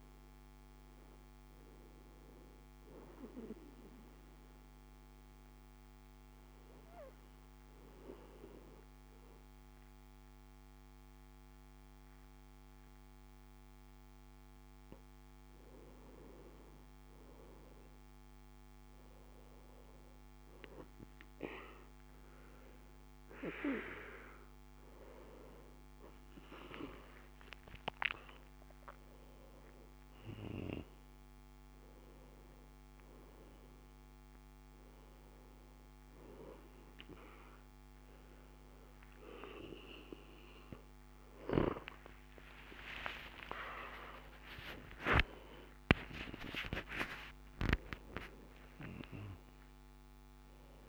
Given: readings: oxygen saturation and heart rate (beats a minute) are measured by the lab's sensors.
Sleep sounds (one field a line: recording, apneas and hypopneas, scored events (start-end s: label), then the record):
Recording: breathing in sleep by a microphone on the trachea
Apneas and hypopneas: 1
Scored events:
2.50-15.00 s: obstructive apnea (oxygen 94% before, 91% lowest, heart rate 60 before, 57 extreme, up 5 after)
23.50-50.88 s: new sleep stage, N1 (lightest sleep)
42.50-48.00 s: arousal
From the record:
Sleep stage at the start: N2 (light sleep)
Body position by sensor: on the back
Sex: male